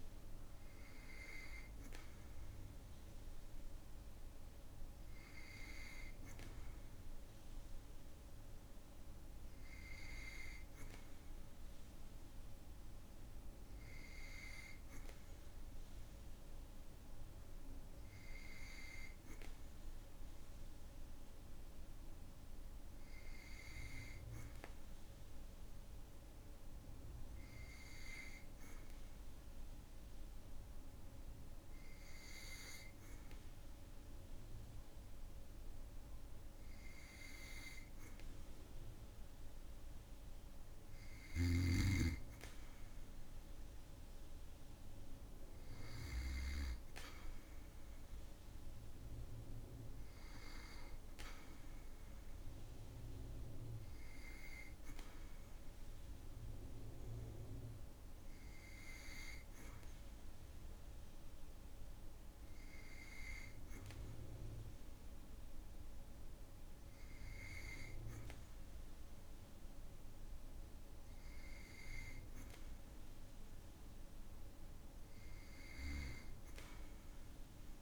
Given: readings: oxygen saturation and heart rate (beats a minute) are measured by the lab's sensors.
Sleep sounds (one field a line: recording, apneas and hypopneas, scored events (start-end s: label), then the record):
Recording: breathing in sleep by a room microphone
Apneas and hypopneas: none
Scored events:
none scored
From the record:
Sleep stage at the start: N2 (light sleep)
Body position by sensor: on the back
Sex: male